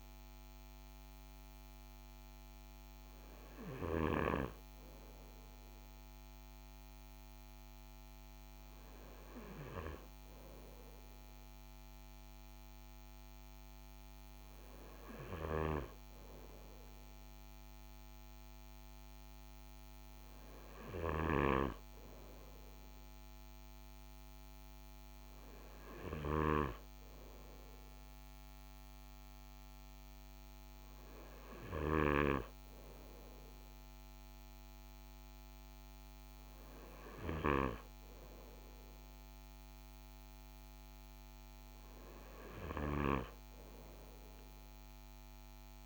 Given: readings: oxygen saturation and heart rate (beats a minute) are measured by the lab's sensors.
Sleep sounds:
breathing in sleep by a microphone on the trachea; none
15.00-31.50 s: snoring (device-marked)
42.00-45.86 s: snoring (device-marked)
From the record:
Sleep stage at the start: N2 (light sleep); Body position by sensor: on the front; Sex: male

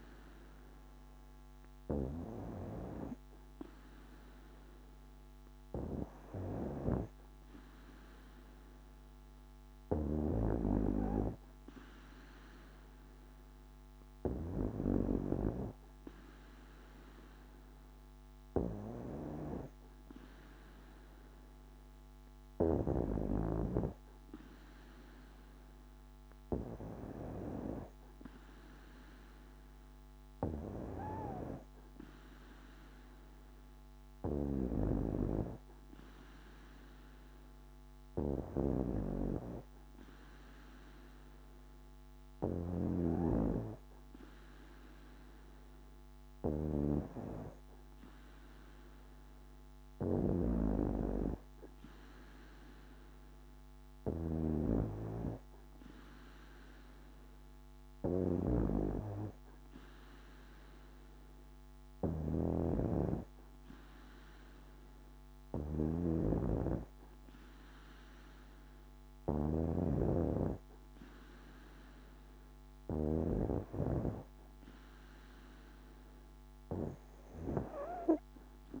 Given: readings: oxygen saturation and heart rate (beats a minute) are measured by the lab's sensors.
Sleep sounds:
breathing in sleep by a microphone on the trachea; none
38.00-43.00 s: snoring (device-marked)
49.50-73.00 s: snoring (device-marked)
From the record:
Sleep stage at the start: N2 (light sleep); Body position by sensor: on the back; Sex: female

